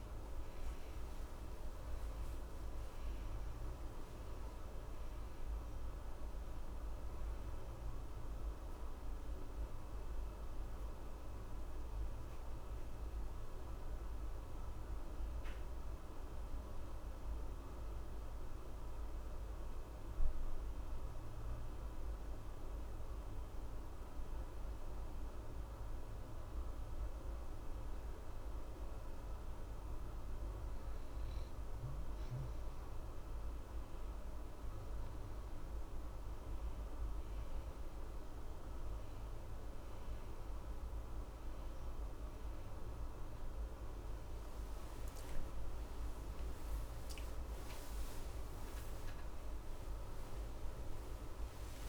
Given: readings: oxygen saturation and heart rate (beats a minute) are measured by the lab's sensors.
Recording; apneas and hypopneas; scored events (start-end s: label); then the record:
breathing in sleep, hard to hear, by a room microphone; 1
4.00-13.00 s: oxygen desaturation (device-marked, oxygen 93% before, 88% lowest, heart rate 67 before, 63 extreme)
14.50-31.50 s: mixed apnea (oxygen 93% before, 85% lowest, heart rate 70 before, 63 extreme, up 2 after)
39.00-51.89 s: oxygen desaturation (device-marked, oxygen 93% before, 86% lowest, heart rate 64 before, 63 extreme)
From the record:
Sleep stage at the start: N1 (lightest sleep); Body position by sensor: on the back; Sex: male